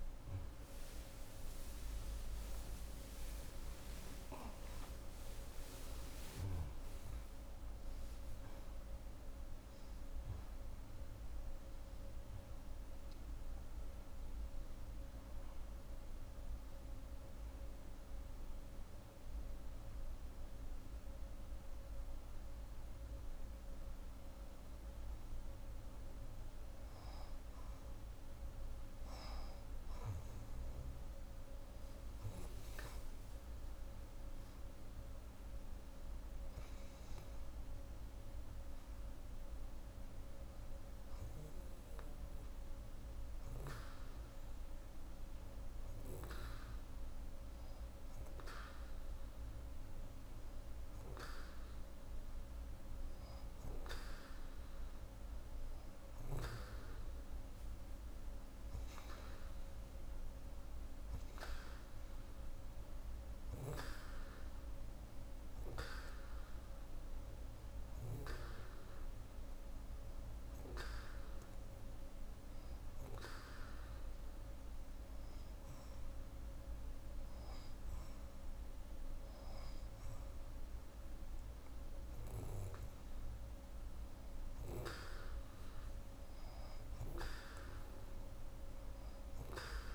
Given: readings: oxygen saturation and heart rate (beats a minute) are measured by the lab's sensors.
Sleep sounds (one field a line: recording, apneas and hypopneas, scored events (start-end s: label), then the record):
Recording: breathing in sleep by a room microphone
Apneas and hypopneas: 2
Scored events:
2.00-6.00 s: arousal
4.00-34.00 s: new sleep stage, N1 (lightest sleep)
34.00-89.95 s: new sleep stage, N2 (light sleep)
34.50-38.00 s: arousal
41.00-54.50 s: hypopnea (oxygen 93% before, 89% lowest, heart rate 103 before, 96 extreme, up 39 after)
56.50-60.00 s: arousal
66.00-77.00 s: hypopnea (oxygen 92% before, 89% lowest, heart rate 123 before, 106 extreme, up 28 after)
79.00-81.50 s: arousal
From the record:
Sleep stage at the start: N2 (light sleep)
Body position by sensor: on the right side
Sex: female